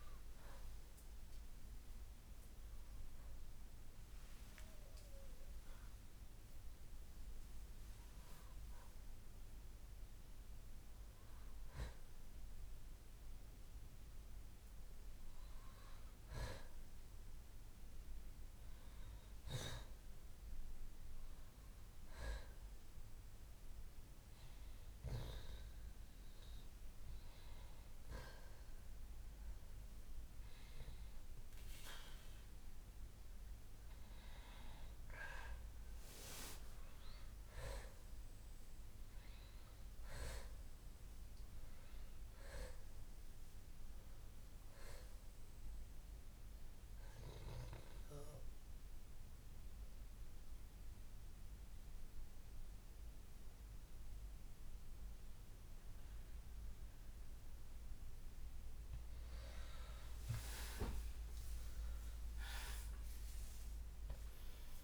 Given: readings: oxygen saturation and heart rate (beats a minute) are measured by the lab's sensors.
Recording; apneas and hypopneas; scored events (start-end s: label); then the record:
breathing in sleep by a room microphone; 2
19.00-32.50 s: hypopnea (oxygen 95% before, 82% lowest, heart rate 62 before, 56 extreme, up 6 after)
26.00-64.00 s: oxygen desaturation (device-marked, oxygen 95% before, 87% lowest, heart rate 60 before, 51 extreme)
36.50-41.00 s: arousal
47.50-59.00 s: central apnea (oxygen 95% before, 82% lowest, heart rate 61 before, 53 extreme, up 5 after)
62.50-64.83 s: arousal
From the record:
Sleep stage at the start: N2 (light sleep); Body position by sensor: on the left side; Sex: male